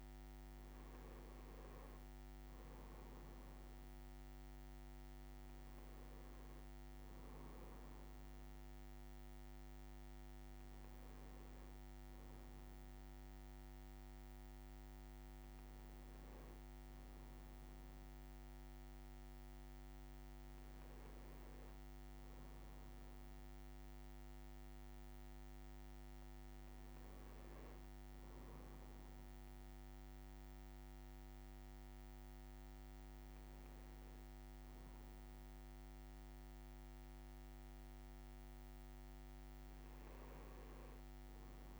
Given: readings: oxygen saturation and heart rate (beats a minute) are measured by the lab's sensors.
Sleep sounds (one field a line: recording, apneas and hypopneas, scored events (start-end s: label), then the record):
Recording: breathing in sleep, hard to hear, by a microphone on the trachea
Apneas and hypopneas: none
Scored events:
none scored
From the record:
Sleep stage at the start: N1 (lightest sleep)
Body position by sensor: on the right side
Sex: male